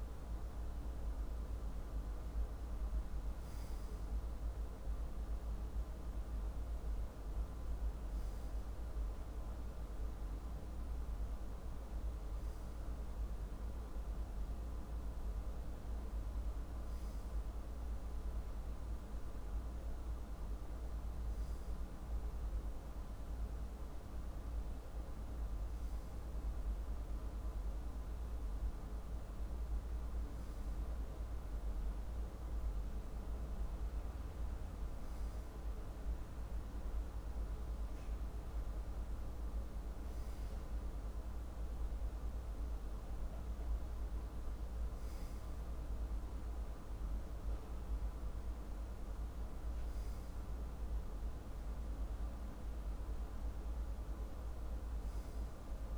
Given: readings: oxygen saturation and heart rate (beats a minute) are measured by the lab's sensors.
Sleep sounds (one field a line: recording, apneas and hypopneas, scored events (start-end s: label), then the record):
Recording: breathing in sleep, hard to hear, by a room microphone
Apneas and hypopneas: none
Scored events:
none scored
From the record:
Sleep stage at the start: N2 (light sleep)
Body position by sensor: on the left side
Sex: male